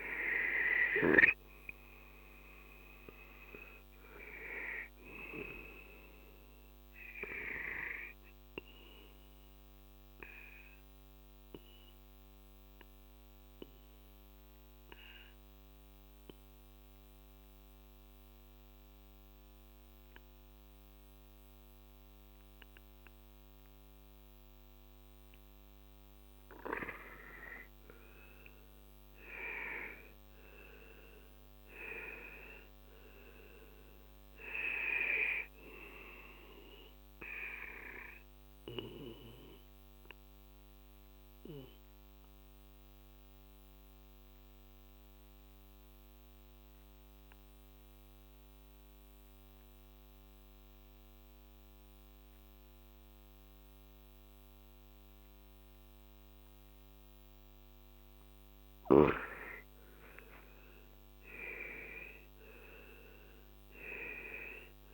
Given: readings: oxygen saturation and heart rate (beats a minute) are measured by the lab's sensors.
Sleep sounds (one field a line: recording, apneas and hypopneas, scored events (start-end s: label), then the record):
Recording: breathing in sleep by a microphone on the trachea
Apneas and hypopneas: 2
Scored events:
0.00-29.00 s: oxygen desaturation (device-marked, oxygen 90% lowest, heart rate 38 extreme)
9.00-26.50 s: obstructive apnea (oxygen 97% before, 90% lowest, heart rate 54 before, 40 extreme, up 18 after)
29.00-33.50 s: arousal
31.00-50.00 s: oxygen desaturation (device-marked, oxygen 98% before, 92% lowest, heart rate 46 before, 46 extreme)
38.00-57.50 s: obstructive apnea (oxygen 98% before, 91% lowest, heart rate 52 before, 45 extreme, up 12 after)
59.50-64.00 s: arousal
60.00-64.94 s: oxygen desaturation (device-marked, oxygen 97% before, 91% lowest, heart rate 49 before, 42 extreme)
From the record:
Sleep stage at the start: N2 (light sleep)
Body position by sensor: on the left side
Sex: male